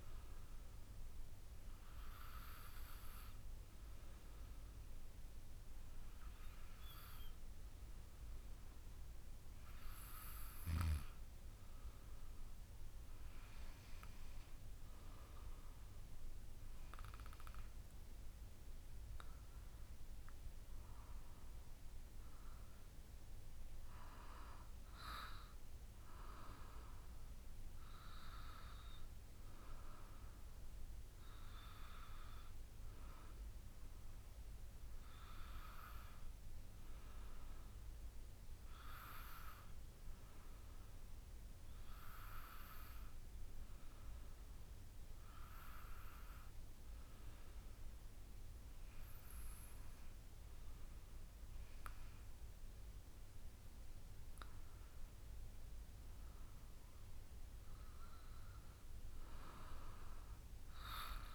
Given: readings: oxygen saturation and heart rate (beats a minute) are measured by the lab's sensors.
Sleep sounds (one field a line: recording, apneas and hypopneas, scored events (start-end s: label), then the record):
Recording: breathing in sleep by a room microphone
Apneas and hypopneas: none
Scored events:
none scored
From the record:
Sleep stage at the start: N2 (light sleep)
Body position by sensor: on the back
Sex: female